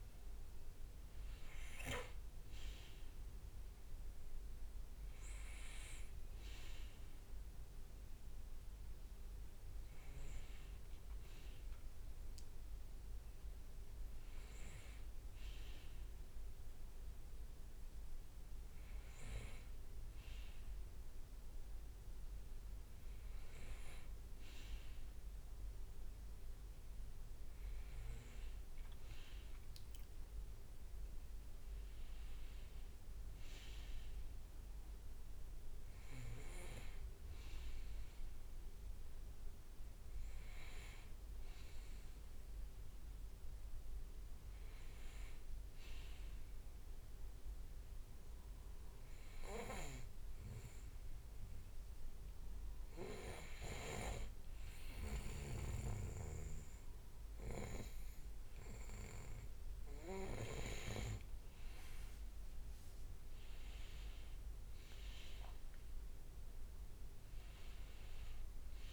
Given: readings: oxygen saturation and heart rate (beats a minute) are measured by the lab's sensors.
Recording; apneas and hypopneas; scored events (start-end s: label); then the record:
breathing in sleep by a room microphone; 1
31.50-36.00 s: arousal
45.50-58.00 s: hypopnea (oxygen 98% before, 96% lowest, heart rate 64 before, 63 extreme, up 6 after)
62.50-67.00 s: arousal
From the record:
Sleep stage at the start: N2 (light sleep); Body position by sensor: on the back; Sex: male